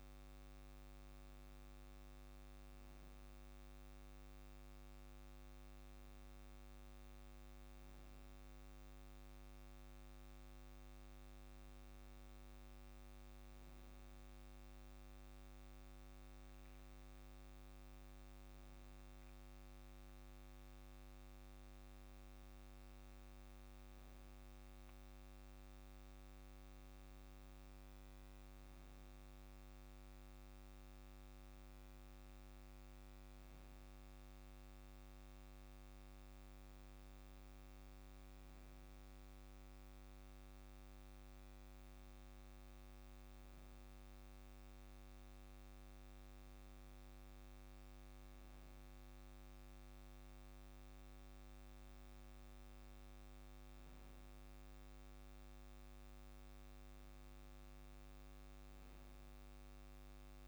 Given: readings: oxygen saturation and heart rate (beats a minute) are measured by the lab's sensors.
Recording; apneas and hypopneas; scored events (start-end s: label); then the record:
breathing in sleep, hard to hear, by a microphone on the trachea; none
11.00-13.00 s: long interval between heartbeats (device-marked, heart rate 52 before, 55 extreme)
30.50-32.50 s: long interval between heartbeats (device-marked, heart rate 49 before, 53 extreme)
35.00-37.00 s: long interval between heartbeats (device-marked, heart rate 49 before, 45 extreme)
40.50-42.50 s: long interval between heartbeats (device-marked, heart rate 49 before, 37 extreme)
52.00-54.00 s: long interval between heartbeats (device-marked, heart rate 39 before, 56 extreme)
From the record:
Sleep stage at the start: N2 (light sleep); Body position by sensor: on the back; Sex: male